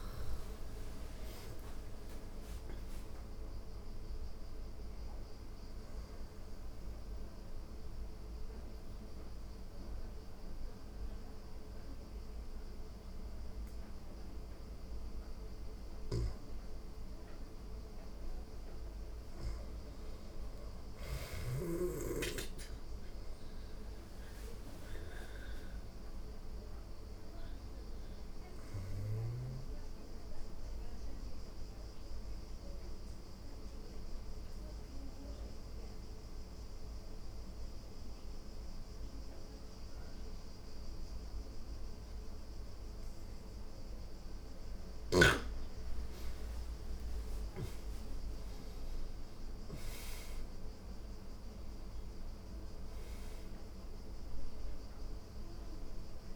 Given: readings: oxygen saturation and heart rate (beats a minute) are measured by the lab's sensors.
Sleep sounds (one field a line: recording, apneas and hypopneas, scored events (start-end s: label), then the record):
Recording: breathing in sleep, hard to hear, by a room microphone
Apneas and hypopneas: 2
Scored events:
0.00-1.00 s: arousal
0.00-15.50 s: oxygen desaturation (device-marked, oxygen 86% lowest)
5.50-16.00 s: mixed apnea (oxygen 97% before, 86% lowest)
17.50-21.00 s: arousal
25.50-39.50 s: oxygen desaturation (device-marked, oxygen 97% before, 89% lowest)
28.50-44.50 s: mixed apnea (oxygen 97% before, 86% lowest)
46.50-50.50 s: arousal
49.50-56.35 s: oxygen desaturation (device-marked, oxygen 98% before, 86% lowest)
From the record:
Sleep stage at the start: N2 (light sleep)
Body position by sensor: on the back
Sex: female